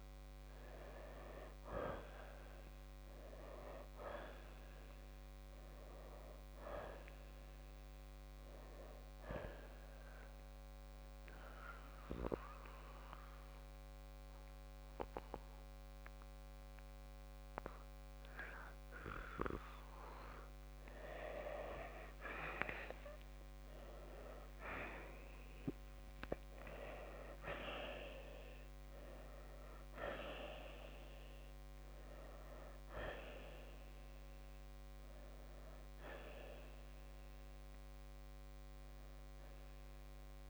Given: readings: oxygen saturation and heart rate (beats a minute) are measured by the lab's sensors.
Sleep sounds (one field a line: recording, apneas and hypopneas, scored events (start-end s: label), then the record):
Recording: breathing in sleep by a microphone on the trachea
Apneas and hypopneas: 1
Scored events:
0.00-1.00 s: oxygen desaturation (device-marked, oxygen 89% lowest, heart rate 53 extreme)
10.00-20.50 s: mixed apnea (oxygen 94% before, 84% lowest, heart rate 61 before, 58 extreme, up 6 after)
10.00-27.00 s: oxygen desaturation (device-marked, oxygen 92% before, 88% lowest, heart rate 61 before, 58 extreme)
23.00-27.50 s: arousal
36.00-40.50 s: oxygen desaturation (device-marked, oxygen 92% before, 84% lowest, heart rate 62 before, 49 extreme)
From the record:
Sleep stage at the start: N2 (light sleep)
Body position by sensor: on the right side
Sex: male